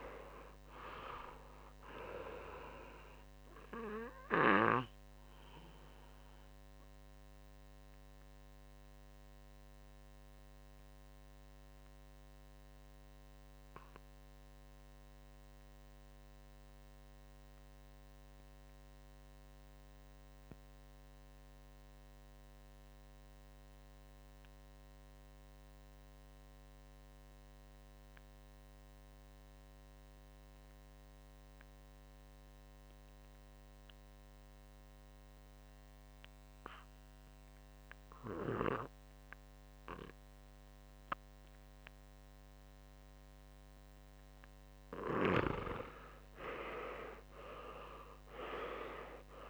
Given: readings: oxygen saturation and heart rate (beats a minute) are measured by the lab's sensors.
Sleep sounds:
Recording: breathing in sleep by a microphone on the trachea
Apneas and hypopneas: 1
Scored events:
0.00-22.50 s: oxygen desaturation (device-marked, oxygen 89% lowest, heart rate 57 extreme)
4.50-43.50 s: obstructive apnea (oxygen 99% before, 89% lowest, heart rate 68 before, 56 extreme, up 14 after)
24.50-49.50 s: new sleep stage, N2 (light sleep)
35.50-49.50 s: oxygen desaturation (device-marked, oxygen 99% before, 90% lowest, heart rate 62 before, 56 extreme)
46.50-49.50 s: arousal
From the record:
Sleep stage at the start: REM sleep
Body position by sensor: on the back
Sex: male

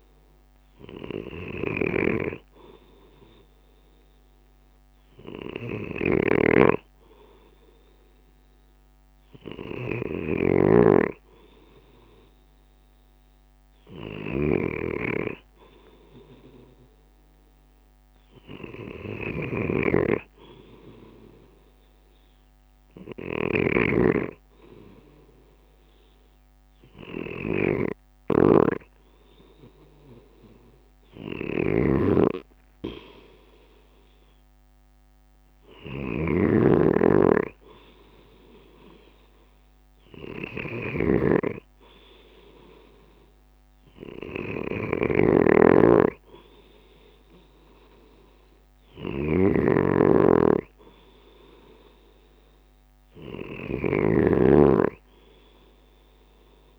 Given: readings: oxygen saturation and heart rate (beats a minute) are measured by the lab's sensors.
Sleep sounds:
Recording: breathing in sleep by a microphone on the trachea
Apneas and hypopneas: none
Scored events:
0.00-4.00 s: drop in pulse transit time (device-marked, heart rate 53 extreme)
52.50-56.00 s: arousal
From the record:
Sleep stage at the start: N2 (light sleep)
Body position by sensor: on the left side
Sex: male

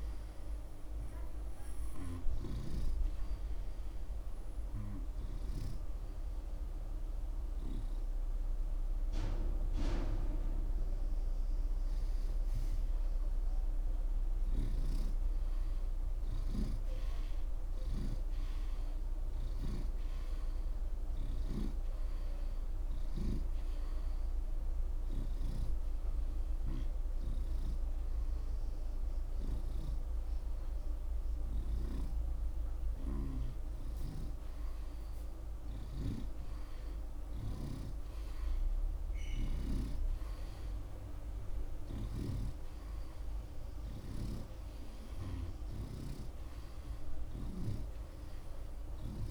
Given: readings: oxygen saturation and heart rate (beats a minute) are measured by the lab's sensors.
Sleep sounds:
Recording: breathing in sleep by a room microphone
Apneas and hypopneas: 1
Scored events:
0.00-3.00 s: snoring (device-marked)
3.50-13.50 s: hypopnea (oxygen 89% before, 84% lowest)
3.50-13.50 s: oxygen desaturation (device-marked, oxygen 89% before, 85% lowest)
15.50-19.50 s: arousal
21.50-25.50 s: snoring (device-marked)
27.50-35.50 s: oxygen desaturation (device-marked, oxygen 90% before, 85% lowest)
31.50-40.00 s: snoring (device-marked)
42.00-48.00 s: snoring (device-marked)
46.50-49.31 s: oxygen desaturation (device-marked, oxygen 88% before, 84% lowest)
From the record:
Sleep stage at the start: N2 (light sleep)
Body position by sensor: on the right side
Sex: male

